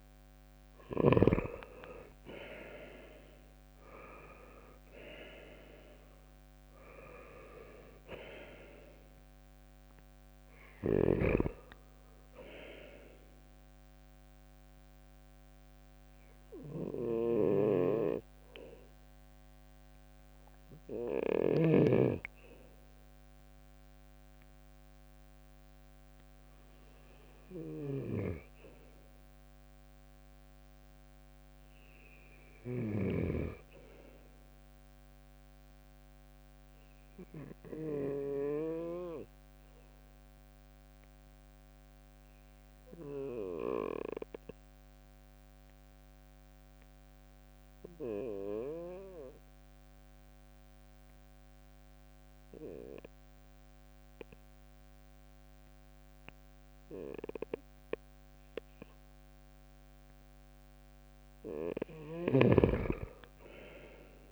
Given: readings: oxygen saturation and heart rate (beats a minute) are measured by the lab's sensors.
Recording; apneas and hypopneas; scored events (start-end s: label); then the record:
breathing in sleep by a microphone on the trachea; 1
0.00-3.00 s: arousal
0.00-43.50 s: oxygen desaturation (device-marked, oxygen 75% lowest, heart rate 65 extreme)
30.00-34.50 s: arousal
38.00-60.00 s: obstructive apnea (oxygen 85% before, 89% lowest, heart rate 72 before, 65 extreme, up 6 after)
61.50-64.32 s: snoring (device-marked)
From the record:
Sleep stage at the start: REM sleep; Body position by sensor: on the right side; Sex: male